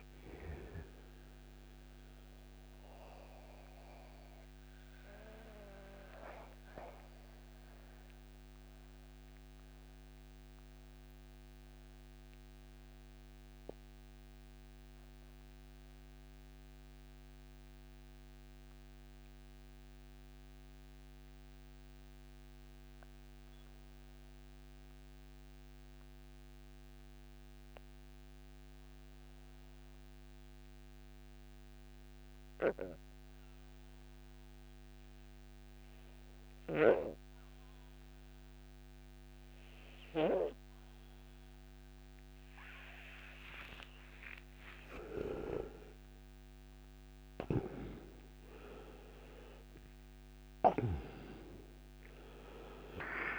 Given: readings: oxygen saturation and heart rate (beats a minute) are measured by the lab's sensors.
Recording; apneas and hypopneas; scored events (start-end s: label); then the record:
breathing in sleep by a microphone on the trachea; 1
0.00-21.50 s: oxygen desaturation (device-marked, oxygen 81% lowest, heart rate 58 extreme)
2.50-43.00 s: mixed apnea (oxygen 98% before, 79% lowest, heart rate 65 before, 58 extreme, up 28 after)
34.50-53.39 s: oxygen desaturation (device-marked, oxygen 98% before, 79% lowest, heart rate 61 before, 58 extreme)
44.00-49.00 s: arousal
50.00-53.39 s: snoring (device-marked)
From the record:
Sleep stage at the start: N2 (light sleep); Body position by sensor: on the right side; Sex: male